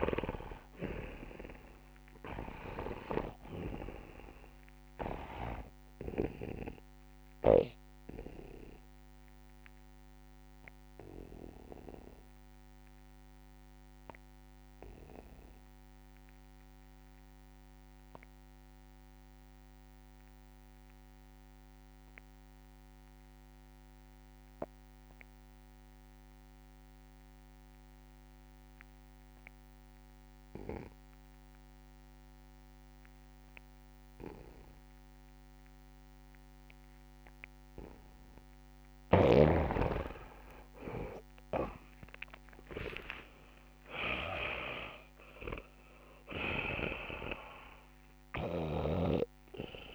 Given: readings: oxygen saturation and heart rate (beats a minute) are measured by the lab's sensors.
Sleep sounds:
breathing in sleep by a microphone on the trachea; 1
0.00-5.50 s: snoring (device-marked)
5.50-17.50 s: oxygen desaturation (device-marked, oxygen 94% before, 84% lowest, heart rate 67 before, 67 extreme)
7.00-38.00 s: obstructive apnea (oxygen 99% before, 82% lowest, heart rate 67 before, 48 extreme, up 15 after)
31.50-49.95 s: oxygen desaturation (device-marked, oxygen 99% before, 82% lowest, heart rate 71 before, 46 extreme)
42.50-44.50 s: long interval between heartbeats (device-marked, heart rate 69 before, 80 extreme)
42.50-47.00 s: arousal
From the record:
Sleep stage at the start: N2 (light sleep); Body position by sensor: on the back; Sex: male

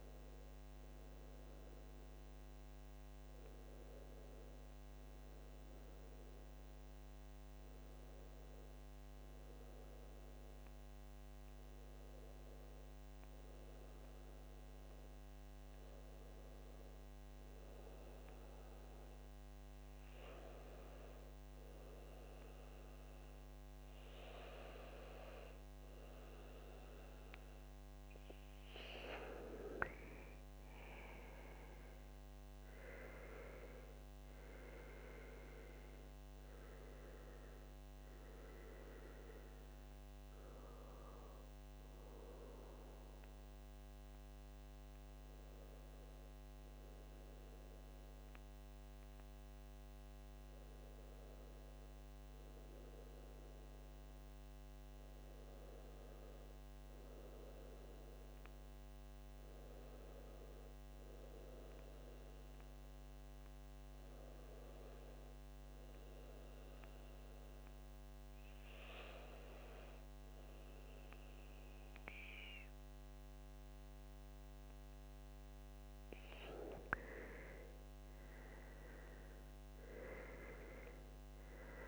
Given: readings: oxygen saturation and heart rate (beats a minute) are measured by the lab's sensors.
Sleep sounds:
breathing in sleep by a microphone on the trachea; 2
5.00-28.50 s: obstructive apnea (oxygen 95% before, 90% lowest, heart rate 71 before, 70 extreme, up 3 after)
26.00-48.00 s: oxygen desaturation (device-marked, oxygen 95% before, 91% lowest, heart rate 71 before, 70 extreme)
31.00-34.50 s: arousal
38.50-74.00 s: obstructive apnea (oxygen 95% before, 89% lowest, heart rate 72 before, 70 extreme, up 2 after)
74.00-81.88 s: oxygen desaturation (device-marked, oxygen 94% before, 89% lowest, heart rate 71 before, 69 extreme)
76.00-80.00 s: arousal
From the record:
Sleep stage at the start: N1 (lightest sleep); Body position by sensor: on the back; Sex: male

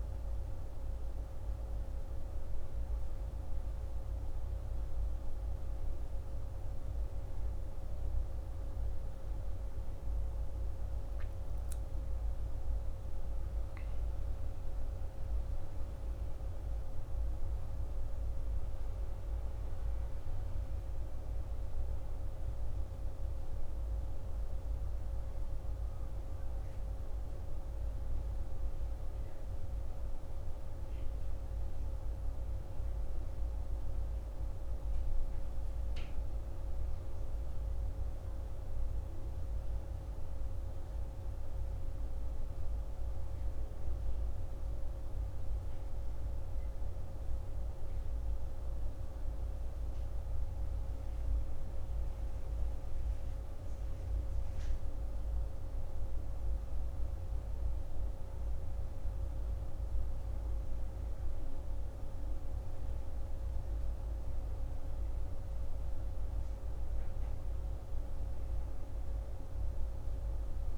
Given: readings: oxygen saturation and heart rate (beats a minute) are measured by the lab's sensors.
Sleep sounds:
a person awake in a sleep study, hard to hear, by a room microphone; none
none scored
From the record:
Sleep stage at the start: awake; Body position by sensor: on the back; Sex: male

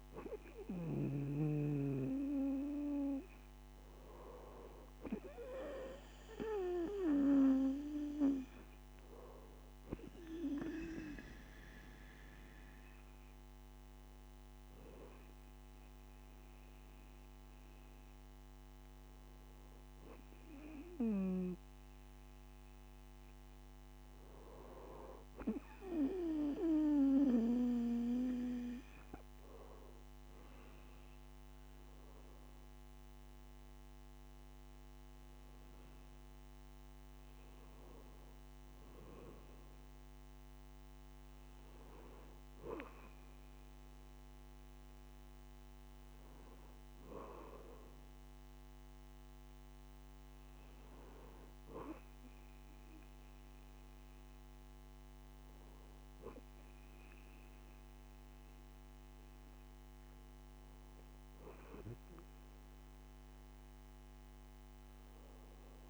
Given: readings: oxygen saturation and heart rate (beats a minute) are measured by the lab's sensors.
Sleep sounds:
breathing in sleep by a microphone on the trachea; none
none scored
From the record:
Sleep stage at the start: N2 (light sleep); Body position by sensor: on the right side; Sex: male

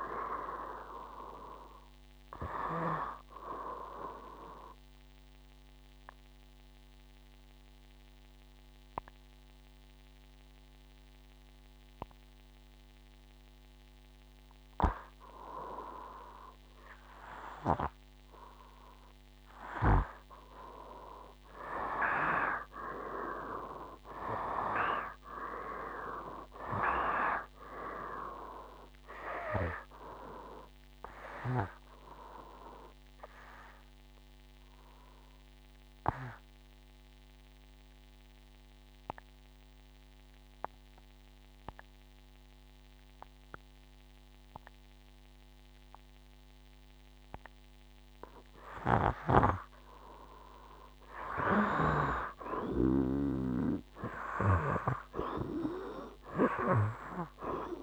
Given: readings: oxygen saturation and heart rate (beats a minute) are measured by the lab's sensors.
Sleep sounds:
breathing in sleep by a microphone on the trachea; 2
0.00-20.00 s: oxygen desaturation (device-marked, oxygen 82% lowest, heart rate 57 extreme)
5.00-20.00 s: obstructive apnea (oxygen 96% before, 82% lowest, heart rate 67 before, 57 extreme, up 6 after)
22.50-27.50 s: arousal
33.00-50.50 s: obstructive apnea (oxygen 98% before, 79% lowest, heart rate 60 before, 57 extreme, up 7 after)
38.00-50.00 s: oxygen desaturation (device-marked, oxygen 96% before, 90% lowest, heart rate 61 before, 57 extreme)
54.00-57.00 s: arousal
From the record:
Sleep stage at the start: N2 (light sleep); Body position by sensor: on the right side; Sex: male

